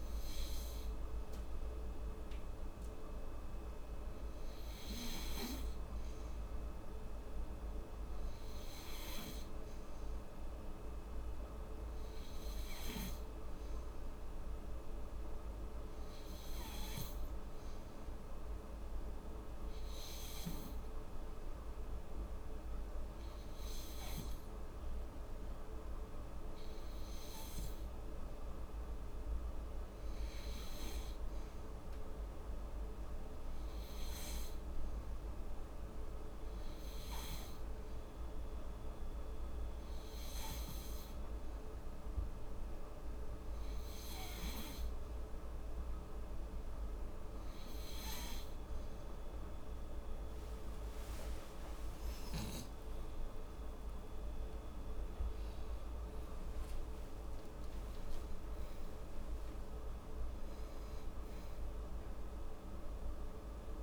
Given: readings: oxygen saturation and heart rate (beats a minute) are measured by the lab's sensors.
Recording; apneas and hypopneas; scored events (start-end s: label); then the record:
breathing in sleep, hard to hear, by a room microphone; 1
15.00-27.00 s: hypopnea (oxygen 95% before, 92% lowest, heart rate 77 before, 75 extreme, up 0 after)
29.00-32.00 s: arousal
33.50-63.83 s: new sleep stage, N2 (light sleep)
51.00-57.00 s: arousal
From the record:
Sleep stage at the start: N3 (deep sleep); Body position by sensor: on the back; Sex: female